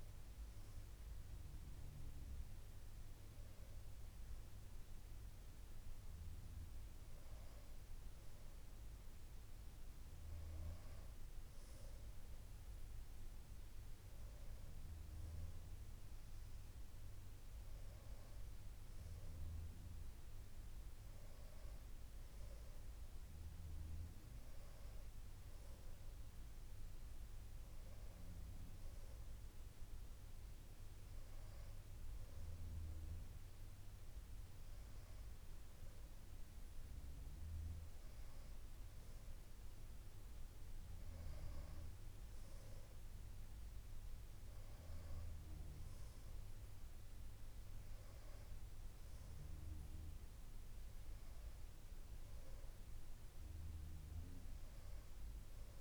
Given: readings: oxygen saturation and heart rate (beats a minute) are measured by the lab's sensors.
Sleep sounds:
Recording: breathing in sleep, hard to hear, by a room microphone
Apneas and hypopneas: none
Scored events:
55.50-55.81 s: new sleep stage, N2 (light sleep)
From the record:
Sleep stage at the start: N1 (lightest sleep)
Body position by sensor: on the back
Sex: female

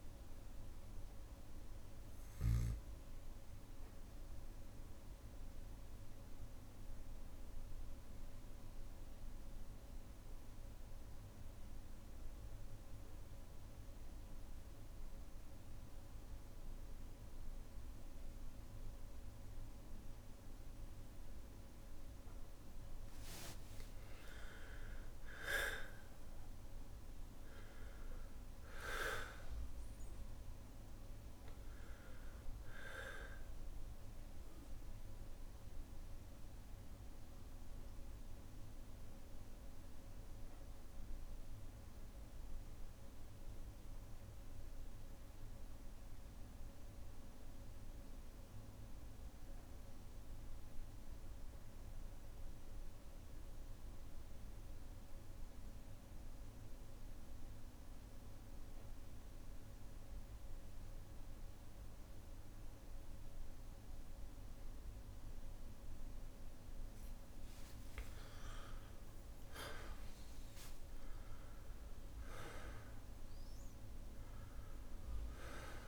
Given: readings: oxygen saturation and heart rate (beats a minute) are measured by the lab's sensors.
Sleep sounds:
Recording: breathing in sleep, hard to hear, by a room microphone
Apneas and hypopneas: 2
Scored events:
0.00-14.00 s: oxygen desaturation (device-marked, oxygen 95% lowest, heart rate 56 extreme)
2.00-21.50 s: obstructive apnea (oxygen 99% before, 94% lowest, heart rate 60 before, 56 extreme, up 14 after)
4.00-20.00 s: bradycardia (device-marked, heart rate 61 before, 56 extreme)
23.00-25.00 s: long interval between heartbeats (device-marked, heart rate 58 before, 69 extreme)
23.00-27.50 s: arousal
27.00-48.00 s: oxygen desaturation (device-marked, oxygen 98% before, 94% lowest, heart rate 60 before, 56 extreme)
34.00-64.00 s: bradycardia (device-marked, heart rate 61 before, 56 extreme)
36.00-65.50 s: obstructive apnea (oxygen 98% before, 92% lowest, heart rate 63 before, 56 extreme, up 13 after)
60.00-75.88 s: oxygen desaturation (device-marked, oxygen 99% before, 92% lowest, heart rate 57 before, 57 extreme)
67.50-73.50 s: arousal
69.50-71.50 s: long interval between heartbeats (device-marked, heart rate 58 before, 69 extreme)
From the record:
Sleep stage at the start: N2 (light sleep)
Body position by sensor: on the back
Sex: male

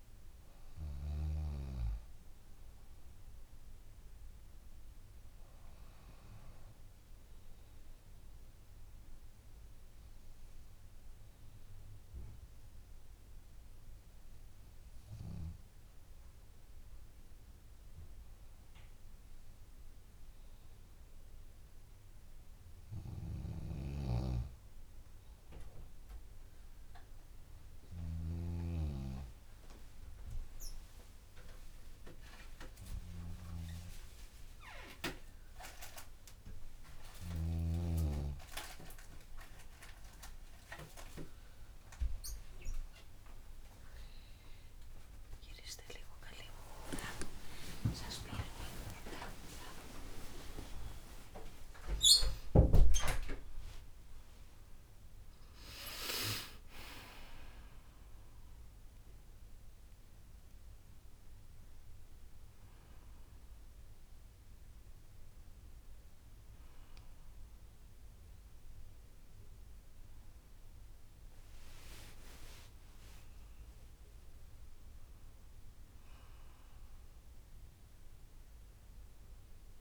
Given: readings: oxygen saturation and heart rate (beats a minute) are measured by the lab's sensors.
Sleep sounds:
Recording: breathing in sleep by a room microphone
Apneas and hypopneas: none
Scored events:
23.00-28.50 s: snoring (device-marked)
46.00-51.50 s: arousal
47.00-51.00 s: tachycardia (device-marked, heart rate 52 before, 102 extreme)
48.00-50.00 s: long interval between heartbeats (device-marked, heart rate 52 before, 85 extreme)
50.50-52.50 s: long interval between heartbeats (device-marked, heart rate 56 before, 102 extreme)
65.00-79.81 s: new sleep stage, N1 (lightest sleep)
71.00-75.50 s: arousal
From the record:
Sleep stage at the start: N2 (light sleep)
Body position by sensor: on the back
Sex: female

